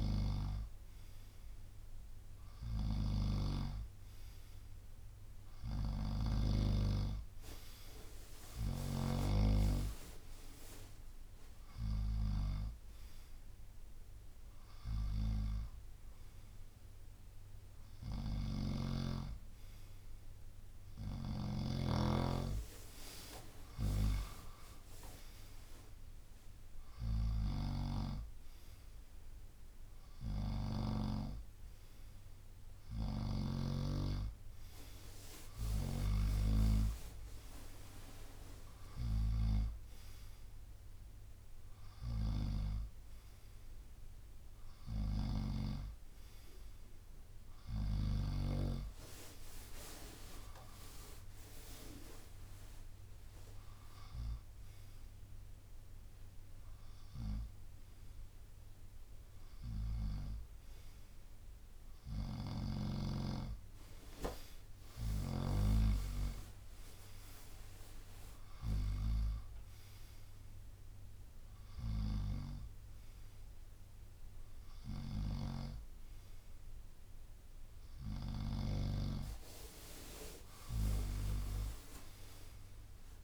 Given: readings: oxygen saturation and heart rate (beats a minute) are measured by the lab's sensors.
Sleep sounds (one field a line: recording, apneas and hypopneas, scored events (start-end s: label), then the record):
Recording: breathing in sleep by a room microphone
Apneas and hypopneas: none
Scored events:
0.00-6.50 s: snoring (device-marked)
9.00-16.00 s: drop in pulse transit time (device-marked, heart rate 70 before, 72 extreme)
18.00-30.50 s: snoring (device-marked)
32.50-36.50 s: snoring (device-marked)
45.00-48.50 s: snoring (device-marked)
66.00-73.00 s: drop in pulse transit time (device-marked, heart rate 69 before, 71 extreme)
75.00-78.50 s: snoring (device-marked)
From the record:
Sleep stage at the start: N2 (light sleep)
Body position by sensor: on the front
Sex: male